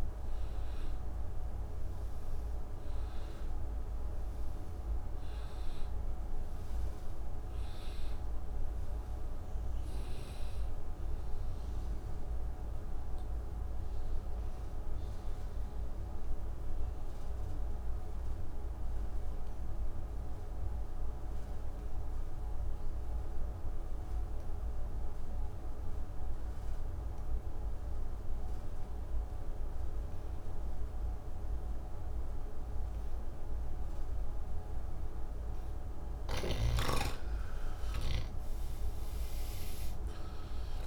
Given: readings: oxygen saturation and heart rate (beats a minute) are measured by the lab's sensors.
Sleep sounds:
breathing in sleep, hard to hear, by a room microphone; 1
0.00-13.00 s: oxygen desaturation (device-marked, oxygen 86% lowest, heart rate 76 extreme)
13.00-36.50 s: obstructive apnea (oxygen 96% before, 84% lowest, heart rate 150 before, 98 extreme)
30.00-40.87 s: oxygen desaturation (device-marked, oxygen 97% before, 84% lowest)
From the record:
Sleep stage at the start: N2 (light sleep); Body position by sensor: on the back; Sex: male

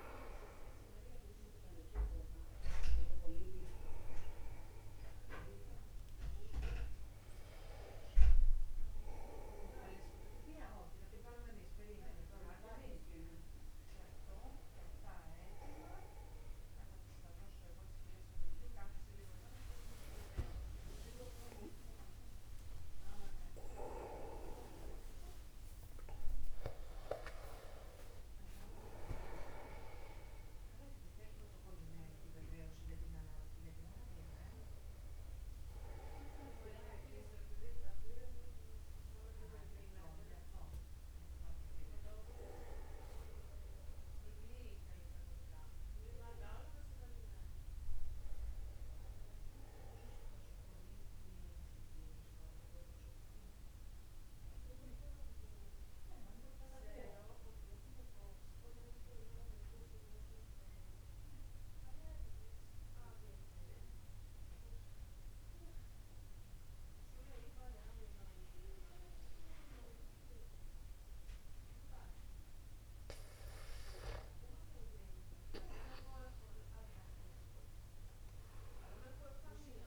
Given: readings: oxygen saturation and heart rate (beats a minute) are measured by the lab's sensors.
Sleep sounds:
a person awake in a sleep study, by a room microphone; 1
0.00-8.50 s: oxygen desaturation (device-marked, oxygen 94% lowest, heart rate 52 extreme)
20.50-22.50 s: long interval between heartbeats (device-marked, heart rate 58 before, 77 extreme)
24.00-26.00 s: long interval between heartbeats (device-marked, heart rate 58 before, 119 extreme)
27.50-29.50 s: long interval between heartbeats (device-marked, heart rate 72 before, 117 extreme)
29.50-31.50 s: long interval between heartbeats (device-marked, heart rate 79 before, 90 extreme)
41.50-79.87 s: new sleep stage, N2 (light sleep)
51.50-71.50 s: mixed apnea (oxygen 99% before, 94% lowest, heart rate 62 before, 48 extreme, up 0 after)
72.00-77.00 s: arousal
From the record:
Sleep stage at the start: awake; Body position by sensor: upright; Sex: male

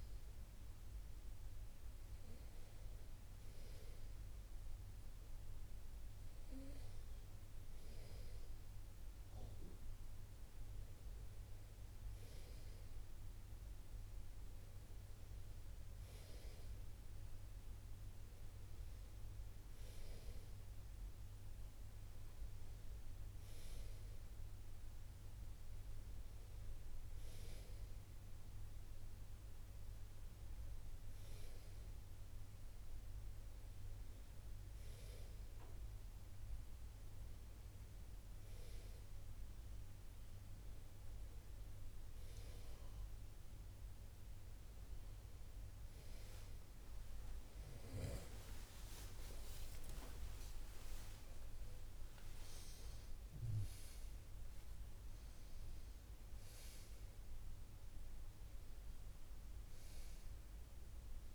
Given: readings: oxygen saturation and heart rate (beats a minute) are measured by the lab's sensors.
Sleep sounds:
breathing in sleep, hard to hear, by a room microphone; none
49.00-52.50 s: arousal
49.00-61.35 s: new sleep stage, N1 (lightest sleep)
From the record:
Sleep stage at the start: N2 (light sleep); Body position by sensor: on the right side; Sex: male

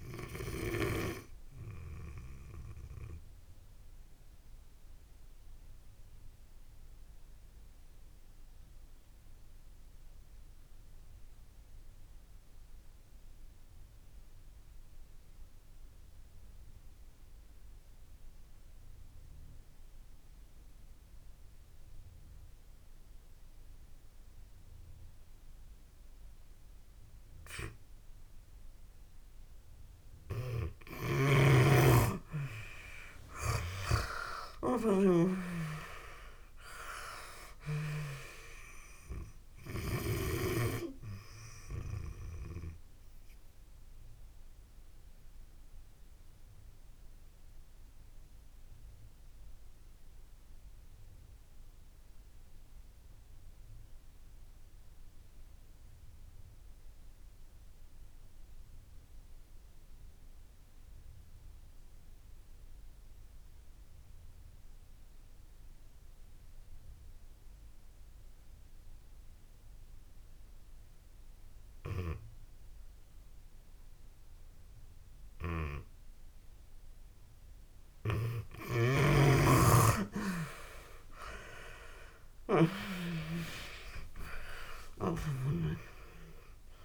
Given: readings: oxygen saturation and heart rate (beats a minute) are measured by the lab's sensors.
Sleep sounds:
breathing in sleep by a room microphone; 2
3.00-28.50 s: obstructive apnea (oxygen 97% before, 82% lowest)
5.00-24.00 s: oxygen desaturation (device-marked, oxygen 97% before, 82% lowest)
32.50-36.50 s: arousal
35.00-65.00 s: oxygen desaturation (device-marked, oxygen 97% before, 84% lowest)
44.00-77.00 s: obstructive apnea (oxygen 97% before, 79% lowest)
80.00-84.50 s: arousal
81.00-86.85 s: oxygen desaturation (device-marked, oxygen 96% before, 79% lowest)
From the record:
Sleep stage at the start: N2 (light sleep); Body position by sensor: on the back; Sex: female

